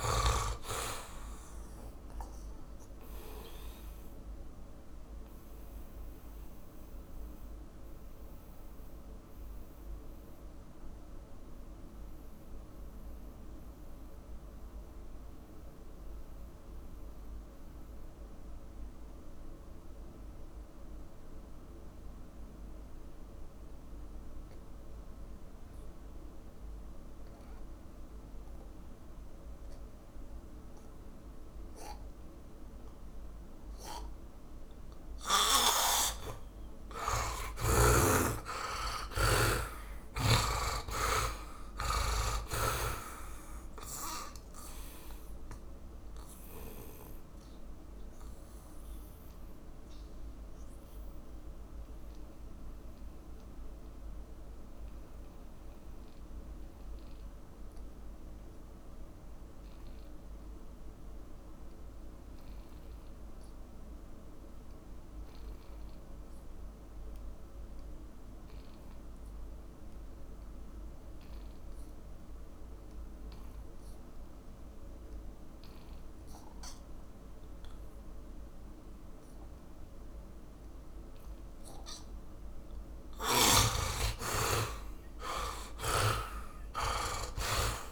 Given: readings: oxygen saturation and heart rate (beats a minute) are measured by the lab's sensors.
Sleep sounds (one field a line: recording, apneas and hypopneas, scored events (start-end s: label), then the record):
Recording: breathing in sleep by a room microphone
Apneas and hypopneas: 2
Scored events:
0.00-1.00 s: tachycardia (device-marked, heart rate 103 extreme)
0.00-21.00 s: oxygen desaturation (device-marked, oxygen 67% lowest, heart rate 42 extreme)
4.00-36.50 s: mixed apnea (heart rate 62 before, 52 extreme, up 28 after)
31.00-64.00 s: oxygen desaturation (device-marked, oxygen 100% before, 74% lowest, heart rate 65 before, 46 extreme)
37.50-41.50 s: arousal
45.50-82.50 s: mixed apnea
84.50-87.92 s: arousal
85.50-87.92 s: snoring (device-marked)
From the record:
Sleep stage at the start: N2 (light sleep)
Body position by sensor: on the back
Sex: male